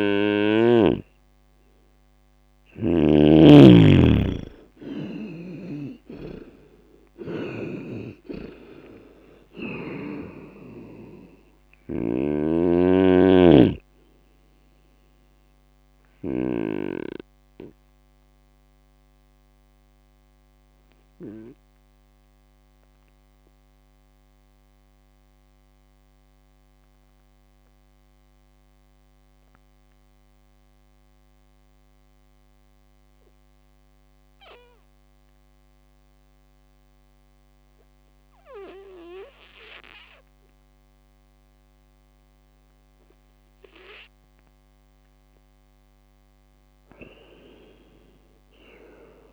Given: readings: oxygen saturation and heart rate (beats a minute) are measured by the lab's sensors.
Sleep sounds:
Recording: breathing in sleep by a microphone on the trachea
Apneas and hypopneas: 1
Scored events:
0.00-3.00 s: snoring (device-marked)
7.50-16.50 s: snoring (device-marked)
16.50-44.50 s: obstructive apnea (oxygen 99% before, 96% lowest)
From the record:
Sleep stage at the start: N2 (light sleep)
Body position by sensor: on the right side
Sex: male

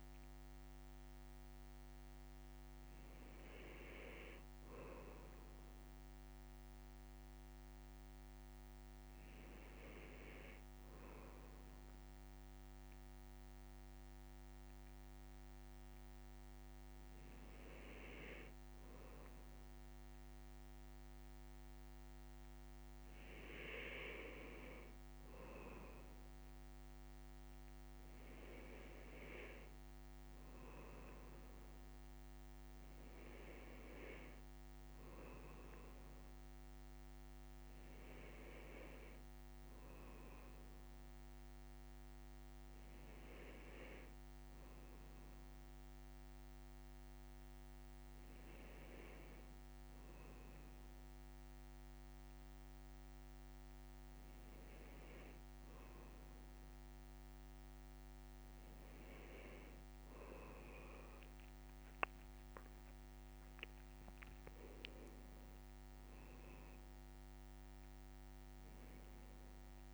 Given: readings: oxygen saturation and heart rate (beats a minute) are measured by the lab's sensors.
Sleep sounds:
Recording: breathing in sleep by a microphone on the trachea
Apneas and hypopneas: none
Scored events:
61.00-62.50 s: leg movement (device-marked)
63.50-68.50 s: arousal
From the record:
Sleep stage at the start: N1 (lightest sleep)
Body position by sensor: on the left side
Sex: male

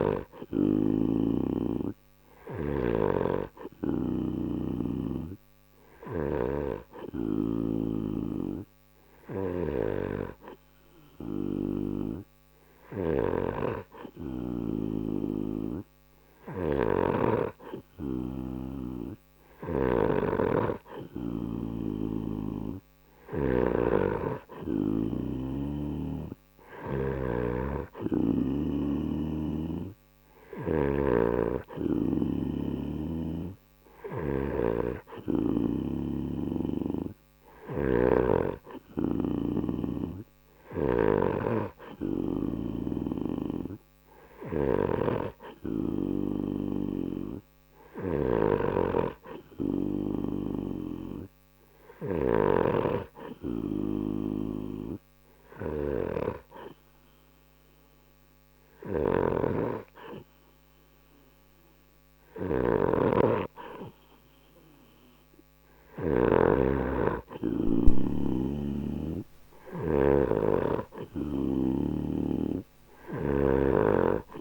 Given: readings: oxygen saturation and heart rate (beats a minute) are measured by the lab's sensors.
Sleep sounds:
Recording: breathing in sleep by a microphone on the trachea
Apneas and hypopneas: none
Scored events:
0.50-6.50 s: snoring (device-marked)
13.00-27.00 s: snoring (device-marked)
29.00-32.50 s: snoring (device-marked)
34.50-66.50 s: snoring (device-marked)
68.50-74.41 s: snoring (device-marked)
From the record:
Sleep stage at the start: N2 (light sleep)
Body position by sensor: on the right side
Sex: male

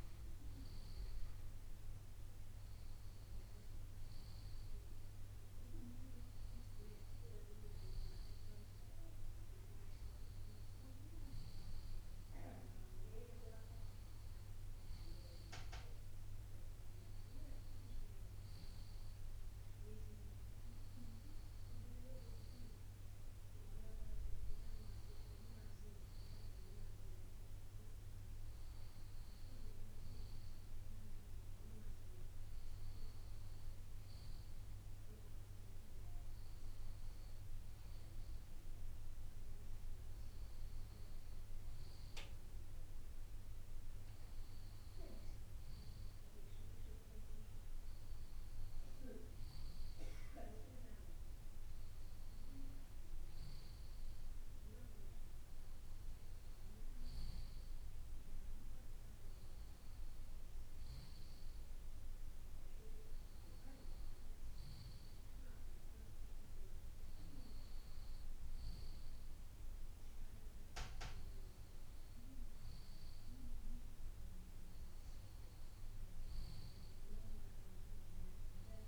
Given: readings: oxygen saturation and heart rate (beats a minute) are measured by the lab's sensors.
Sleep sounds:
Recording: breathing in sleep by a room microphone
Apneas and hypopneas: none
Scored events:
none scored
From the record:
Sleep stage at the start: N2 (light sleep)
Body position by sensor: on the left side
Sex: male

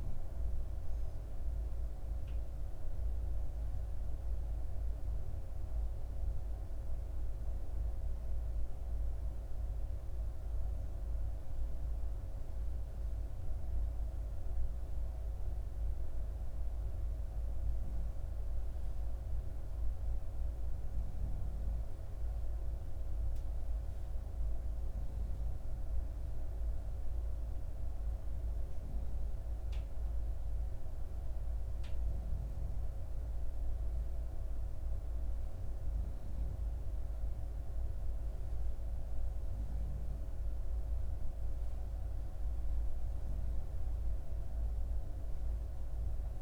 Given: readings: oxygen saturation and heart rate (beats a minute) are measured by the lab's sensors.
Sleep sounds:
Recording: breathing in sleep, hard to hear, by a room microphone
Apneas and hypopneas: none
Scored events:
none scored
From the record:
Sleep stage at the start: N2 (light sleep)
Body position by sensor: on the back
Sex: female

